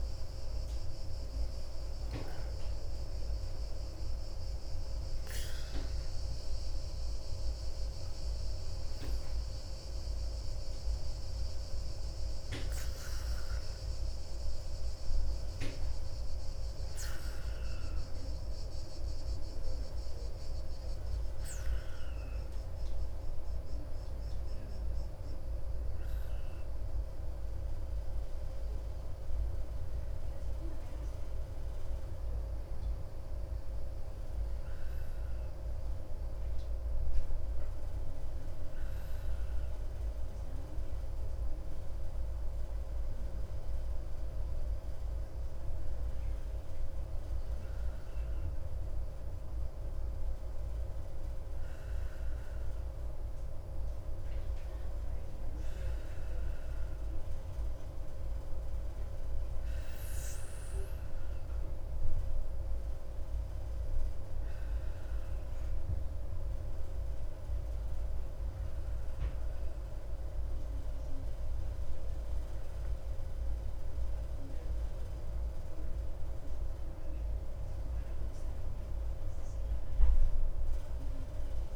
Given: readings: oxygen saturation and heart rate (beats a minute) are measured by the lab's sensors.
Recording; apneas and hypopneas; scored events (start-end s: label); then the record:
breathing in sleep, hard to hear, by a room microphone; none
none scored
From the record:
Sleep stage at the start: N2 (light sleep); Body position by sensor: on the back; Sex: male